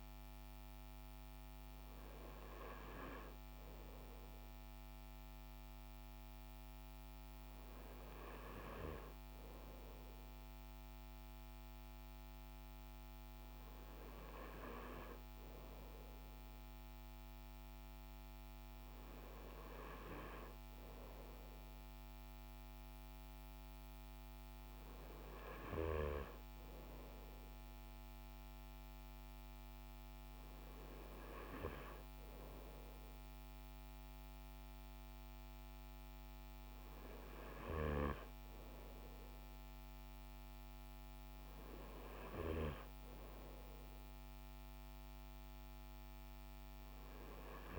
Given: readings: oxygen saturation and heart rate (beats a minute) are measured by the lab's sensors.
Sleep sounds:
breathing in sleep by a microphone on the trachea; none
none scored
From the record:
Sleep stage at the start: N2 (light sleep); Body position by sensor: on the front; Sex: male

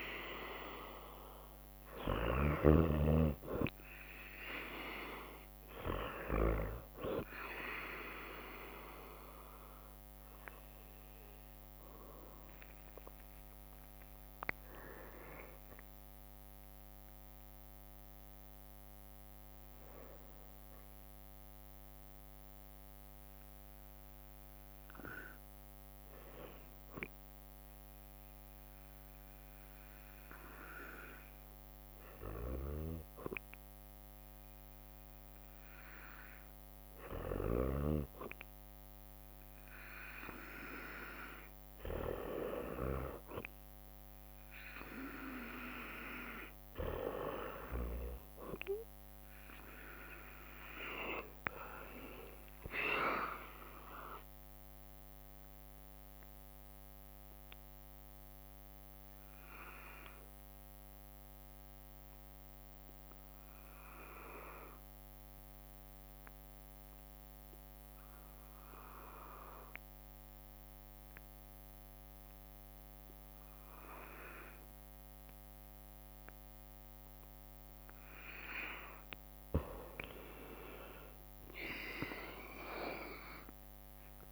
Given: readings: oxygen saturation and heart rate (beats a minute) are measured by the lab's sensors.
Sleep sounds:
breathing in sleep by a microphone on the trachea; 2
0.00-1.50 s: arousal
0.00-6.00 s: drop in pulse transit time (device-marked, heart rate 59 extreme)
13.50-16.00 s: arousal
15.00-19.00 s: oxygen desaturation (device-marked, oxygen 94% before, 91% lowest, heart rate 61 before, 59 extreme)
16.00-26.00 s: drop in pulse transit time (device-marked, heart rate 61 before, 60 extreme)
18.50-37.50 s: hypopnea (oxygen 96% before, 90% lowest, heart rate 62 before, 59 extreme, up 3 after)
25.00-28.00 s: bradycardia (device-marked, heart rate 61 before, 60 extreme)
41.50-44.00 s: arousal
51.00-64.00 s: drop in pulse transit time (device-marked, heart rate 61 before, 58 extreme)
55.00-77.50 s: obstructive apnea (oxygen 97% before, 92% lowest, heart rate 61 before, 57 extreme, up 8 after)
59.00-76.00 s: bradycardia (device-marked, heart rate 61 before, 57 extreme)
80.00-84.32 s: drop in pulse transit time (device-marked, heart rate 59 before, 60 extreme)
81.00-84.32 s: arousal
83.00-84.32 s: oxygen desaturation (device-marked, oxygen 97% before, 92% lowest, heart rate 58 before, 57 extreme)
From the record:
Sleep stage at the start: N2 (light sleep); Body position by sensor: on the right side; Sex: female

